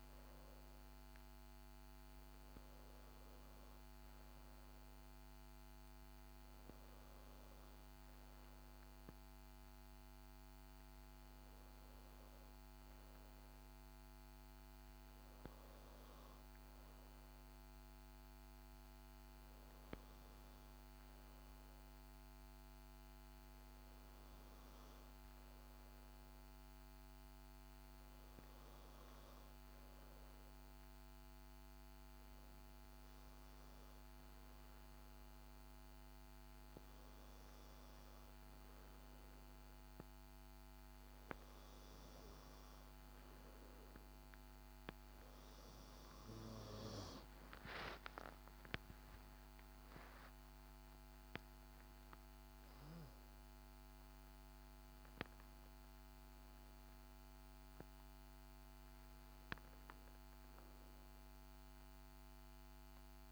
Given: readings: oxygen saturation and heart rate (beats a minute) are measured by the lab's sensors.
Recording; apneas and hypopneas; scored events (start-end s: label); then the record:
breathing in sleep, hard to hear, by a microphone on the trachea; none
47.50-52.50 s: arousal
48.50-54.50 s: tachycardia (device-marked, heart rate 61 before, 105 extreme)
51.00-53.00 s: long interval between heartbeats (device-marked, heart rate 61 before, 85 extreme)
59.00-61.00 s: long interval between heartbeats (device-marked, heart rate 76 before, 70 extreme)
From the record:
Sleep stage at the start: N2 (light sleep); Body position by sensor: on the back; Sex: female